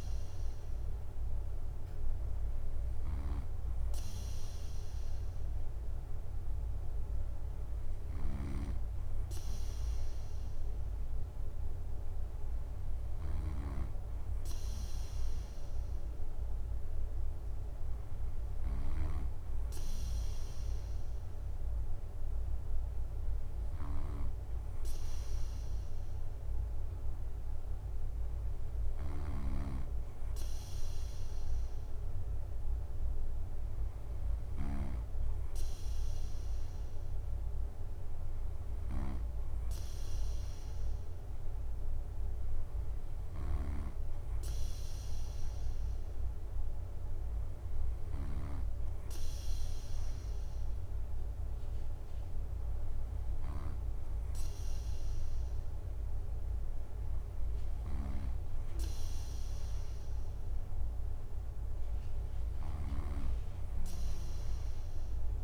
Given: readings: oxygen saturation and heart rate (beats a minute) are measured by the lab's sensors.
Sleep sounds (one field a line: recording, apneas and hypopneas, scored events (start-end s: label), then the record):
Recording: breathing in sleep by a room microphone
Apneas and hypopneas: none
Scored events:
0.00-65.44 s: snoring (device-marked)
From the record:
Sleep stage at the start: N2 (light sleep)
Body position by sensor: on the right side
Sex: male